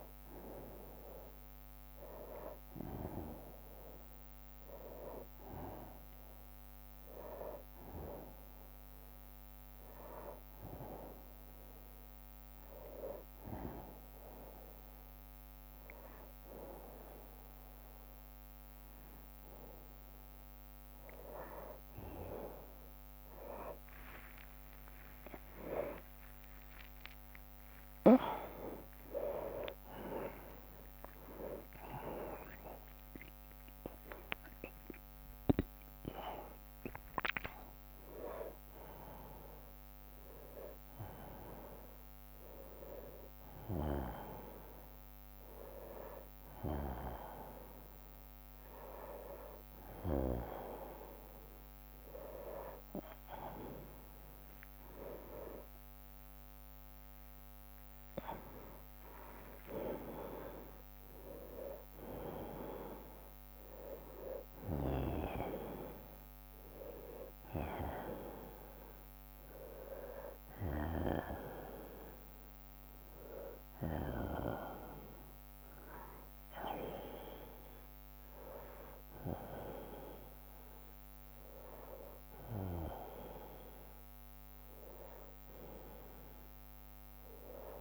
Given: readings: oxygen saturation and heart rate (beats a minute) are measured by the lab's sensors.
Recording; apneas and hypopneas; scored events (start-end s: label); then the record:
a person awake in a sleep study, by a microphone on the trachea; none
14.00-20.00 s: bradycardia (device-marked, heart rate 73 before, 58 extreme)
23.00-25.00 s: long interval between heartbeats (device-marked, heart rate 63 before, 79 extreme)
23.00-29.00 s: tachycardia (device-marked, heart rate 73 before, 140 extreme)
26.00-40.00 s: drop in pulse transit time (device-marked, heart rate 66 before, 72 extreme)
26.50-28.50 s: long interval between heartbeats (device-marked, heart rate 66 before, 123 extreme)
44.00-51.00 s: bradycardia (device-marked, heart rate 75 before, 58 extreme)
54.00-61.00 s: tachycardia (device-marked, heart rate 74 before, 134 extreme)
54.50-56.50 s: long interval between heartbeats (device-marked, heart rate 67 before, 69 extreme)
56.00-72.00 s: drop in pulse transit time (device-marked, heart rate 67 before, 68 extreme)
57.50-59.50 s: long interval between heartbeats (device-marked, heart rate 68 before, 110 extreme)
69.00-87.81 s: new sleep stage, N1 (lightest sleep)
71.00-78.00 s: bradycardia (device-marked, heart rate 73 before, 58 extreme)
82.00-87.00 s: bradycardia (device-marked, heart rate 73 before, 57 extreme)
From the record:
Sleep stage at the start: awake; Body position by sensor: on the right side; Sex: male